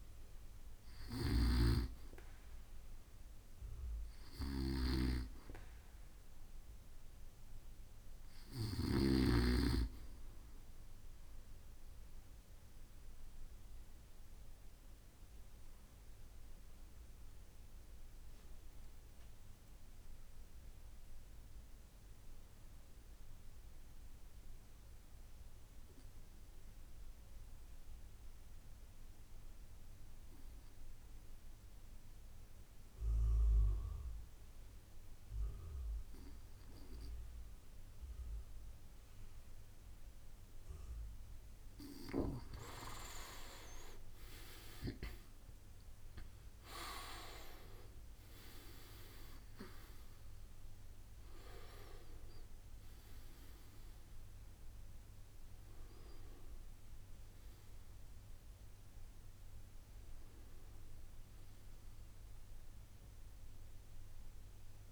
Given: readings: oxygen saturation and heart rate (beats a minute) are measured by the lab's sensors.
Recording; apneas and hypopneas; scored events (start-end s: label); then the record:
breathing in sleep by a room microphone; 1
0.00-1.50 s: snoring (device-marked)
11.00-40.00 s: obstructive apnea (oxygen 97% before, 84% lowest, heart rate 68 before, 60 extreme, up 10 after)
43.00-47.50 s: arousal
47.00-64.92 s: oxygen desaturation (device-marked, oxygen 95% before, 84% lowest, heart rate 66 before, 67 extreme)
From the record:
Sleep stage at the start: N2 (light sleep); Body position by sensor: on the back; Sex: male